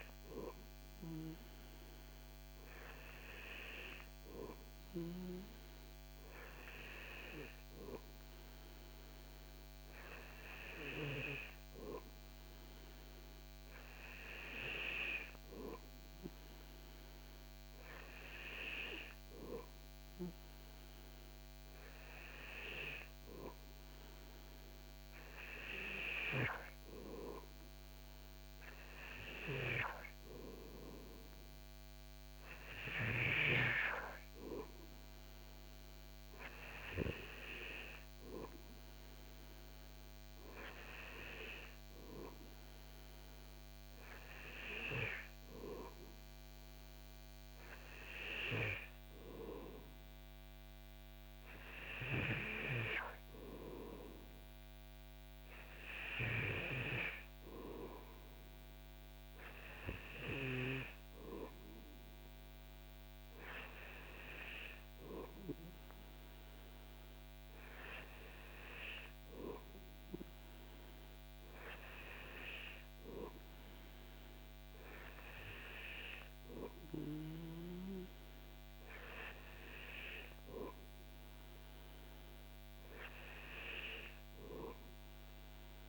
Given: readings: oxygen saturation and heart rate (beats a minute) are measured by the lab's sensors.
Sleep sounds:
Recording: breathing in sleep by a microphone on the trachea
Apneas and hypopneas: none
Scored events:
none scored
From the record:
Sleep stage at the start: N2 (light sleep)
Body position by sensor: on the back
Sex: male

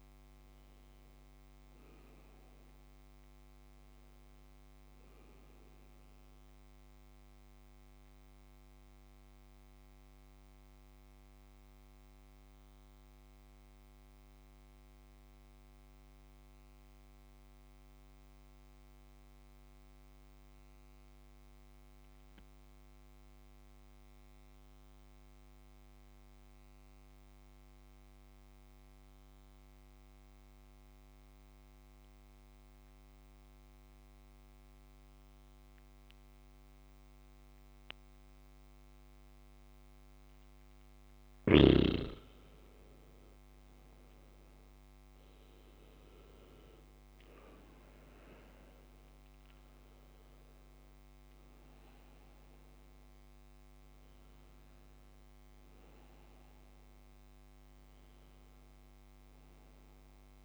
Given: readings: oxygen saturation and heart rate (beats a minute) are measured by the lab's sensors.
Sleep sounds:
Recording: breathing in sleep, hard to hear, by a microphone on the trachea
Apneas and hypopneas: 1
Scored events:
0.00-1.00 s: oxygen desaturation (device-marked, oxygen 92% lowest, heart rate 59 extreme)
7.00-40.00 s: mixed apnea (oxygen 97% before, 93% lowest, heart rate 61 before, 59 extreme, up 1 after)
39.00-60.44 s: oxygen desaturation (device-marked, oxygen 99% before, 93% lowest, heart rate 68 before, 59 extreme)
42.00-46.00 s: arousal
From the record:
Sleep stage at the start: N2 (light sleep)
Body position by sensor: on the back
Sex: male

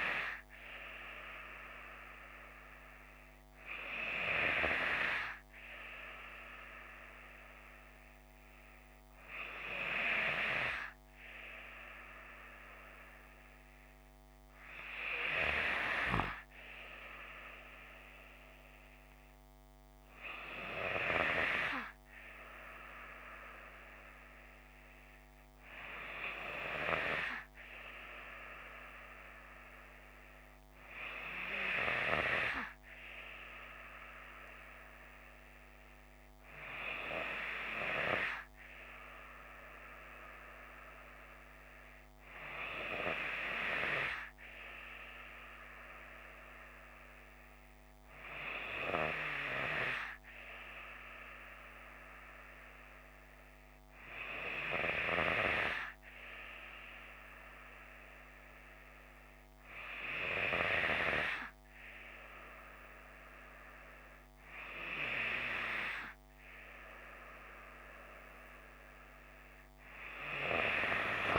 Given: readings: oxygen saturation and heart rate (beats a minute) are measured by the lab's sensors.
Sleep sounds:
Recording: breathing in sleep by a microphone on the trachea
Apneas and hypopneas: none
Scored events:
66.00-71.39 s: new sleep stage, N2 (light sleep)
From the record:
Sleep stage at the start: N3 (deep sleep)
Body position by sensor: on the left side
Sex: female

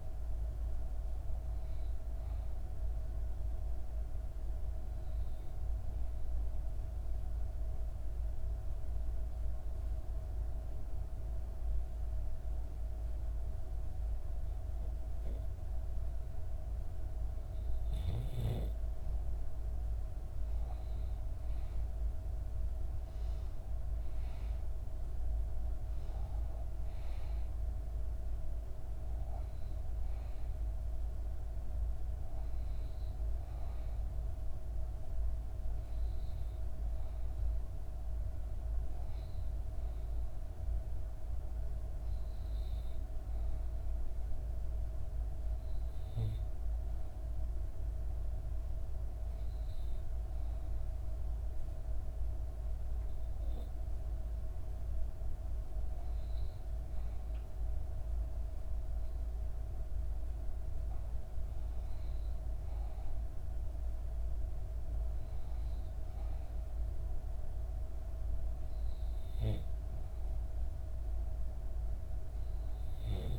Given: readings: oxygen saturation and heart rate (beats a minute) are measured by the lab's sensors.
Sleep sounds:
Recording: breathing in sleep, hard to hear, by a room microphone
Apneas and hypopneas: 2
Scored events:
5.00-15.00 s: obstructive apnea (oxygen 98% before, 93% lowest, heart rate 63 before, 62 extreme, up 2 after)
17.00-43.00 s: oxygen desaturation (device-marked, oxygen 97% before, 93% lowest, heart rate 63 before, 62 extreme)
17.50-21.50 s: arousal
42.50-55.00 s: hypopnea (oxygen 97% before, 90% lowest, heart rate 64 before, 63 extreme, up 1 after)
57.50-61.00 s: arousal
From the record:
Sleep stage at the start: REM sleep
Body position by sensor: on the back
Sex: female

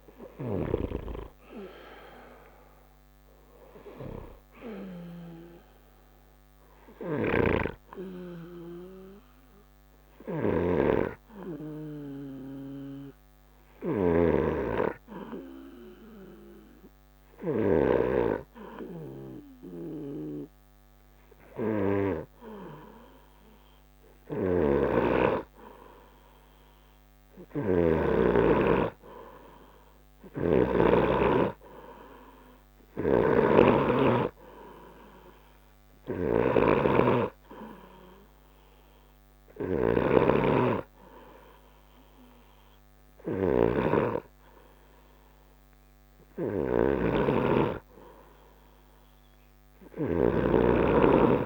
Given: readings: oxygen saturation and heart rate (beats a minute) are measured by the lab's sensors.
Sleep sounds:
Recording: breathing in sleep by a microphone on the trachea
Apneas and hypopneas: 1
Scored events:
5.50-23.00 s: hypopnea (oxygen 92% before, 89% lowest, heart rate 58 before, 46 extreme, up 1 after)
7.00-18.00 s: snoring (device-marked)
24.50-28.50 s: arousal
24.50-31.00 s: snoring (device-marked)
29.00-45.00 s: oxygen desaturation (device-marked, oxygen 95% before, 91% lowest, heart rate 56 before, 47 extreme)
33.00-51.46 s: snoring (device-marked)
From the record:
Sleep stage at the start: N2 (light sleep)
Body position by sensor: on the right side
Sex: male

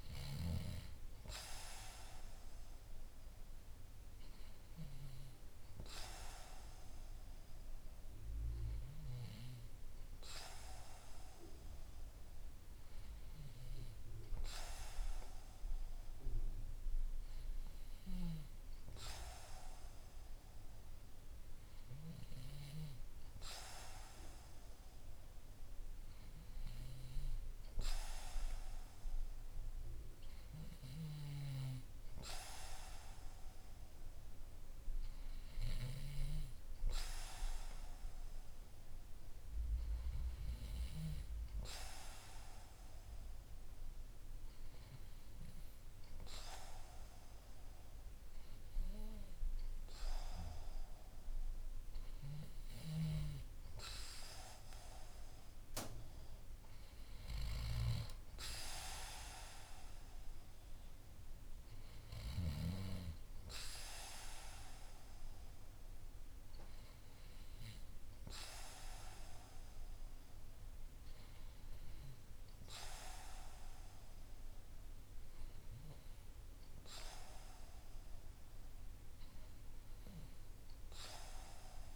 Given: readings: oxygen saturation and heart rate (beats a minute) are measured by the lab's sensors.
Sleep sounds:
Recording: breathing in sleep by a room microphone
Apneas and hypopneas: none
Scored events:
none scored
From the record:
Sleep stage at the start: N2 (light sleep)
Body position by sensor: on the back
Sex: male

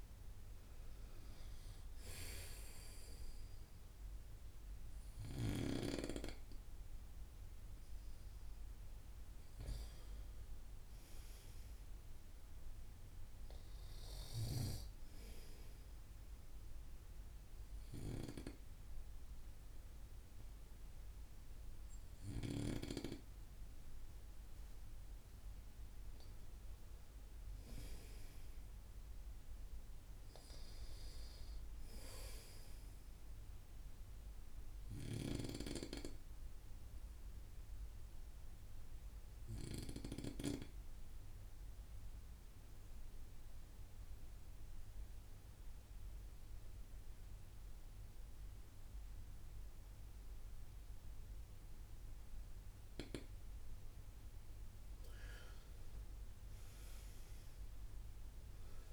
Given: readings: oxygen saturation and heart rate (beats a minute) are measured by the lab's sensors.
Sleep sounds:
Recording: breathing in sleep by a room microphone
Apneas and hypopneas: 2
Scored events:
0.00-2.00 s: arousal
15.50-25.50 s: obstructive apnea (oxygen 96% before, 91% lowest)
27.50-31.00 s: arousal
35.50-54.00 s: obstructive apnea (oxygen 96% before, 92% lowest)
57.50-58.93 s: oxygen desaturation (device-marked, oxygen 96% before, 92% lowest)
From the record:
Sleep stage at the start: N2 (light sleep)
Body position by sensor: on the right side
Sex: male

